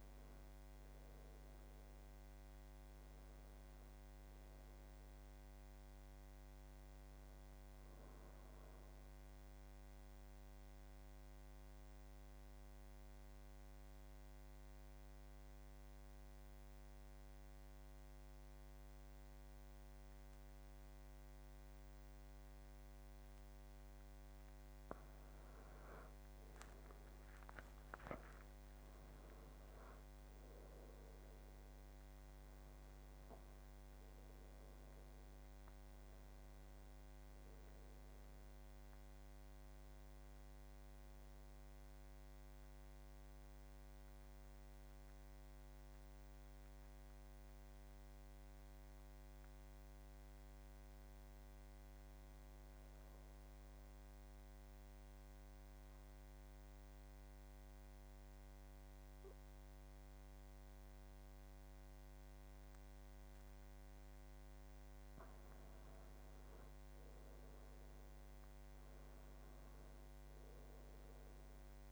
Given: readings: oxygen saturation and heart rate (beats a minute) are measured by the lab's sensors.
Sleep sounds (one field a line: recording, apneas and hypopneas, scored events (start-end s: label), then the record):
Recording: breathing in sleep, hard to hear, by a microphone on the trachea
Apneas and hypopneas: 2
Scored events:
1.00-16.00 s: oxygen desaturation (device-marked, oxygen 95% before, 89% lowest, heart rate 78 before, 75 extreme)
9.00-23.50 s: mixed apnea (oxygen 95% before, 87% lowest, heart rate 80 before, 73 extreme, up 15 after)
26.50-31.50 s: arousal
27.00-50.00 s: oxygen desaturation (device-marked, oxygen 95% before, 88% lowest, heart rate 78 before, 68 extreme)
42.50-65.00 s: mixed apnea (oxygen 95% before, 87% lowest, heart rate 86 before, 68 extreme, up 14 after)
64.00-71.92 s: oxygen desaturation (device-marked, oxygen 96% before, 87% lowest, heart rate 73 before, 73 extreme)
67.00-71.00 s: arousal
From the record:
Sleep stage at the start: N2 (light sleep)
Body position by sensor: on the back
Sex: male